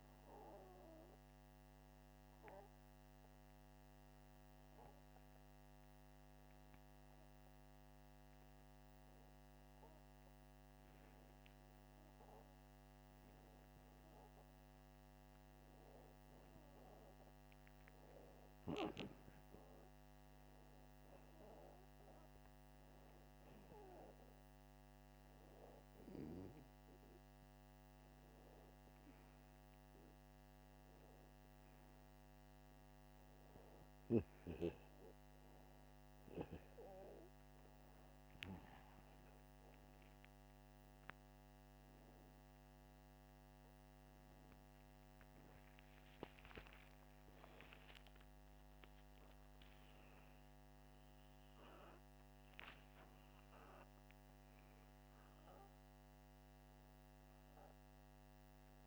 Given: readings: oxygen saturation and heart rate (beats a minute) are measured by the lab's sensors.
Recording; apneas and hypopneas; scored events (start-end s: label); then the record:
breathing in sleep by a microphone on the trachea; none
45.00-51.00 s: arousal
From the record:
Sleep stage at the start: N2 (light sleep); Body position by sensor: upright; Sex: male